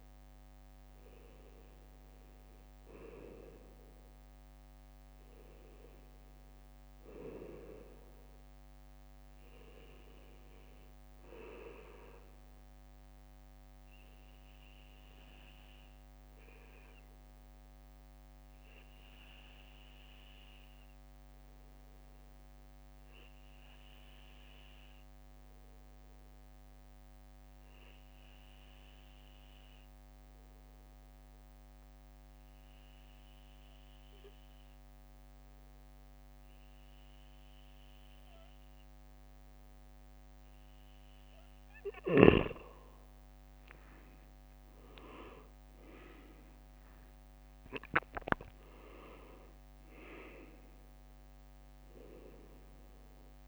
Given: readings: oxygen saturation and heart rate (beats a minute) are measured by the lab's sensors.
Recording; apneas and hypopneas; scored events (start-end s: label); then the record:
breathing in sleep by a microphone on the trachea; 1
0.00-3.00 s: arousal
1.00-38.00 s: bradycardia (device-marked, heart rate 59 before, 55 extreme)
15.00-40.00 s: obstructive apnea (oxygen 98% before, 95% lowest, heart rate 58 before, 57 extreme, up 4 after)
44.00-48.00 s: arousal
52.00-53.48 s: bradycardia (device-marked, heart rate 59 before, 56 extreme)
From the record:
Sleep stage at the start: N2 (light sleep); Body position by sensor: on the back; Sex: male